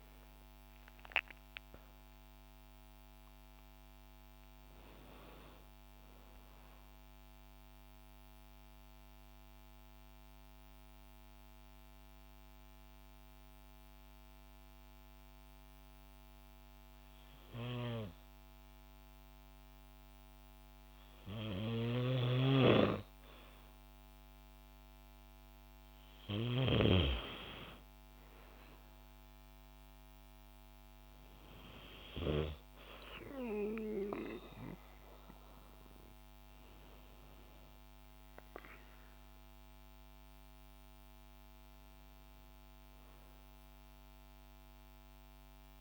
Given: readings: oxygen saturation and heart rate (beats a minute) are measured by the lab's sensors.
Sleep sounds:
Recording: breathing in sleep by a microphone on the trachea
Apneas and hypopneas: 1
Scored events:
0.00-3.50 s: oxygen desaturation (device-marked, oxygen 92% lowest, heart rate 55 extreme)
7.00-22.00 s: mixed apnea (oxygen 95% before, 92% lowest, heart rate 62 before, 55 extreme, up 3 after)
24.00-27.00 s: arousal
29.50-45.81 s: oxygen desaturation (device-marked, oxygen 97% before, 92% lowest, heart rate 57 before, 54 extreme)
From the record:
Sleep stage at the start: N2 (light sleep)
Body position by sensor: on the back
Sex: female

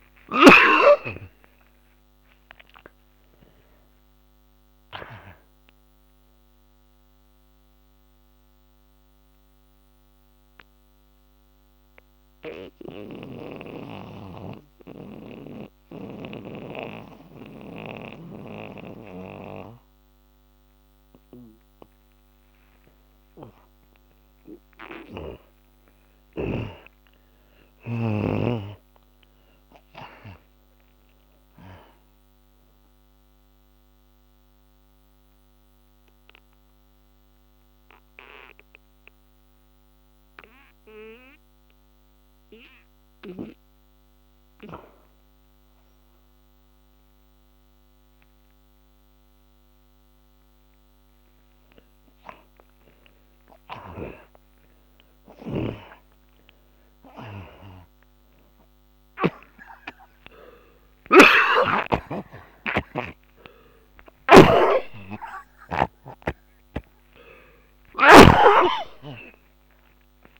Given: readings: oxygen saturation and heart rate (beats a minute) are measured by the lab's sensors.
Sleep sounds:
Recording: breathing in sleep by a microphone on the trachea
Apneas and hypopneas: 2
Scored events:
0.00-1.00 s: arousal
0.00-1.00 s: snoring (device-marked)
0.00-2.00 s: oxygen desaturation (device-marked, oxygen 67% lowest, heart rate 48 extreme)
8.50-22.50 s: obstructive apnea (oxygen 94% before, 76% lowest, heart rate 84 before, 48 extreme, up 22 after)
13.00-16.50 s: snoring (device-marked)
24.50-30.00 s: arousal
34.00-47.00 s: oxygen desaturation (device-marked, oxygen 98% before, 76% lowest, heart rate 62 before, 54 extreme)
34.00-52.50 s: obstructive apnea (oxygen 98% before, 76% lowest, heart rate 62 before, 54 extreme, up 26 after)
54.00-59.50 s: snoring (device-marked)
58.00-70.40 s: oxygen desaturation (device-marked, oxygen 93% before, 78% lowest, heart rate 65 before, 56 extreme)
61.00-68.50 s: arousal
64.00-68.50 s: snoring (device-marked)
From the record:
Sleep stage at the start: N2 (light sleep)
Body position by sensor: on the back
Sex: male

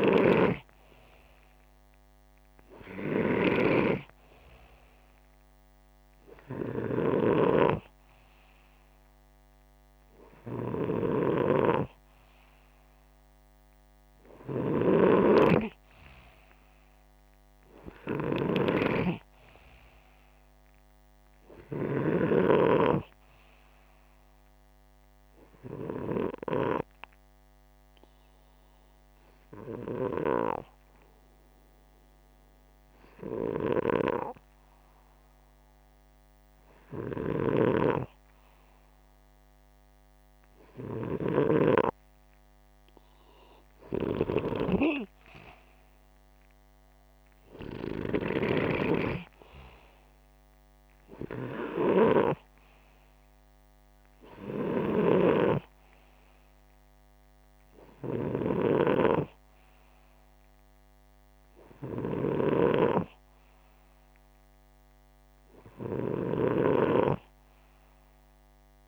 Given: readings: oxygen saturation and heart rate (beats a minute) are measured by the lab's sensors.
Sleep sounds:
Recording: breathing in sleep by a microphone on the trachea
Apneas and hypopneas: 1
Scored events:
0.00-5.50 s: oxygen desaturation (device-marked, oxygen 92% lowest, heart rate 61 extreme)
0.00-22.00 s: snoring (device-marked)
25.50-41.50 s: hypopnea (oxygen 95% before, 93% lowest, heart rate 69 before, 60 extreme, up 35 after)
43.50-48.00 s: arousal
52.50-59.50 s: oxygen desaturation (device-marked, oxygen 96% before, 93% lowest, heart rate 73 before, 62 extreme)
54.50-68.88 s: snoring (device-marked)
From the record:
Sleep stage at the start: N2 (light sleep)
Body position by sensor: upright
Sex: male

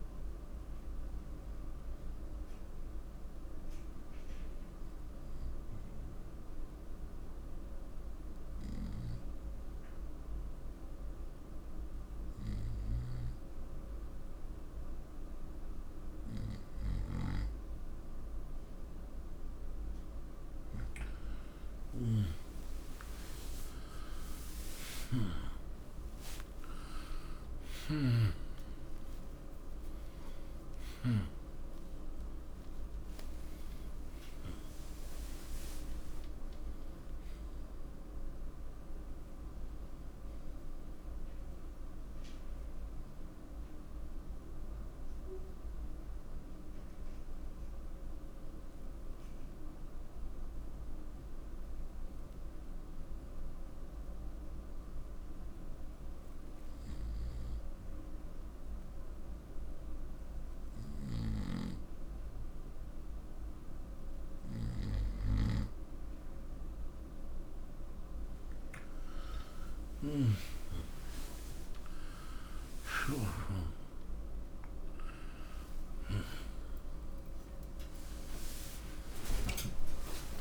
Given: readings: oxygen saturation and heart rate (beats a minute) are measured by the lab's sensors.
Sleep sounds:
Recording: breathing in sleep by a room microphone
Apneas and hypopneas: 2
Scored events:
0.00-12.50 s: oxygen desaturation (device-marked, oxygen 88% lowest)
3.00-20.00 s: obstructive apnea (oxygen 95% before, 88% lowest, heart rate 56 before, 27 extreme, up 26 after)
23.50-31.50 s: oxygen desaturation (device-marked, oxygen 94% before, 91% lowest, heart rate 47 before, 62 extreme)
25.50-31.00 s: arousal
38.50-47.50 s: oxygen desaturation (device-marked, oxygen 92% before, 89% lowest, heart rate 67 before, 62 extreme)
51.00-68.00 s: obstructive apnea (oxygen 95% before, 91% lowest, heart rate 68 before, 46 extreme, up 14 after)
63.50-78.50 s: oxygen desaturation (device-marked, oxygen 95% before, 91% lowest, heart rate 64 before, 46 extreme)
71.00-75.50 s: arousal
From the record:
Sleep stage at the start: N2 (light sleep)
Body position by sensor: on the right side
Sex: male

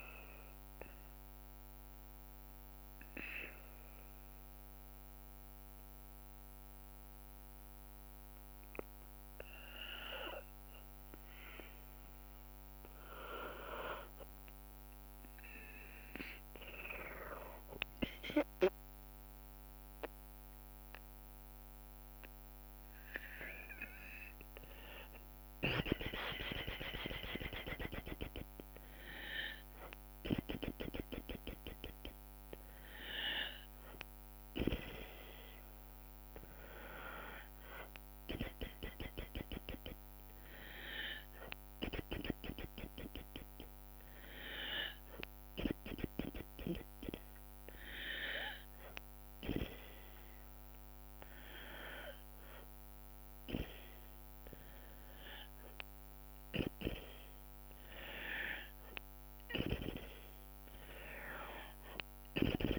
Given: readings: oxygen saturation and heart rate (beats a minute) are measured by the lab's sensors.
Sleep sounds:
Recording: breathing in sleep by a microphone on the trachea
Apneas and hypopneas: 1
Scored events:
0.00-6.50 s: drop in pulse transit time (device-marked, heart rate 66 extreme)
0.00-14.50 s: oxygen desaturation (device-marked, oxygen 92% lowest, heart rate 63 extreme)
1.00-12.00 s: obstructive apnea (oxygen 96% before, 92% lowest, heart rate 87 before, 63 extreme, up 9 after)
15.00-19.00 s: arousal
16.50-33.50 s: oxygen desaturation (device-marked, oxygen 98% before, 92% lowest, heart rate 73 before, 68 extreme)
19.50-31.50 s: drop in pulse transit time (device-marked, heart rate 71 before, 72 extreme)
From the record:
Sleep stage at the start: N2 (light sleep)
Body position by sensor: on the back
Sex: female

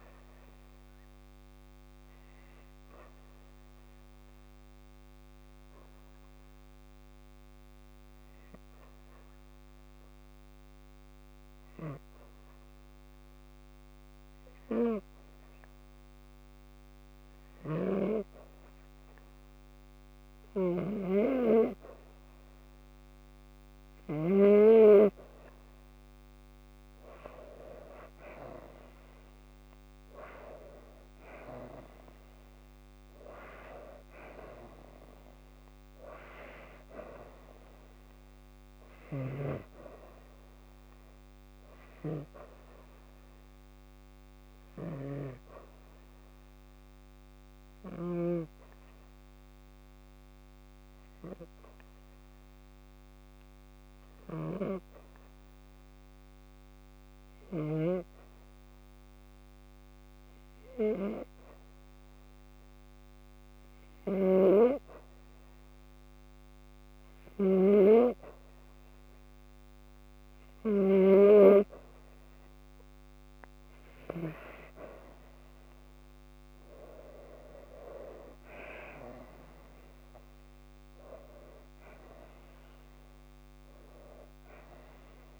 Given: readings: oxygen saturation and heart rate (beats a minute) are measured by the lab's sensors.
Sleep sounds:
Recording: breathing in sleep by a microphone on the trachea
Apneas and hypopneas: 2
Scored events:
2.00-16.50 s: obstructive apnea (oxygen 97% before, 91% lowest, heart rate 54 before, 51 extreme, up 2 after)
3.00-16.00 s: oxygen desaturation (device-marked, oxygen 97% before, 92% lowest, heart rate 53 before, 51 extreme)
16.50-20.00 s: snoring (device-marked)
20.00-23.00 s: arousal
44.00-47.50 s: snoring (device-marked)
47.50-62.00 s: obstructive apnea (oxygen 97% before, 91% lowest, heart rate 55 before, 53 extreme, up 1 after)
48.00-66.00 s: oxygen desaturation (device-marked, oxygen 95% before, 91% lowest, heart rate 55 before, 53 extreme)
53.50-57.00 s: snoring (device-marked)
64.50-68.00 s: arousal
From the record:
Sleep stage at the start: N2 (light sleep)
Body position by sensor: on the back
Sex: female

